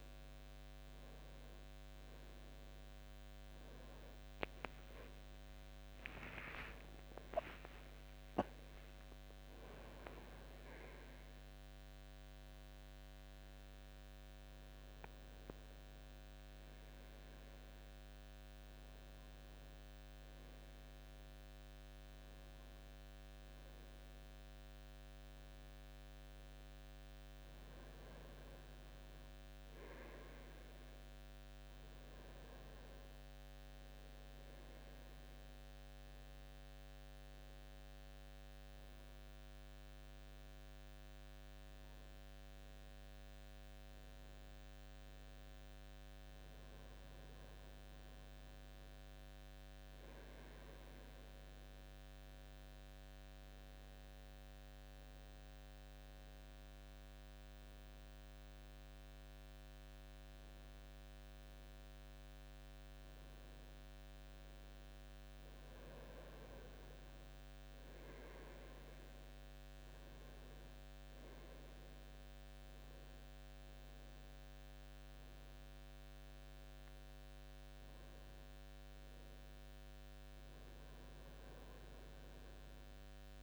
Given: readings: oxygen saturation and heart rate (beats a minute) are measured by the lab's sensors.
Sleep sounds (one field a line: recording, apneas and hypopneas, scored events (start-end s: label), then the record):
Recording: a person partly awake in a sleep study, hard to hear, by a microphone on the trachea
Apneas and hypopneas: none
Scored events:
30.00-83.43 s: new sleep stage, N1 (lightest sleep)
73.00-83.00 s: oxygen desaturation (device-marked, oxygen 96% before, 93% lowest, heart rate 80 before, 78 extreme)
From the record:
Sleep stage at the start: awake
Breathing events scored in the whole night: 277 in 3.8 hours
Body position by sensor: on the right side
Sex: male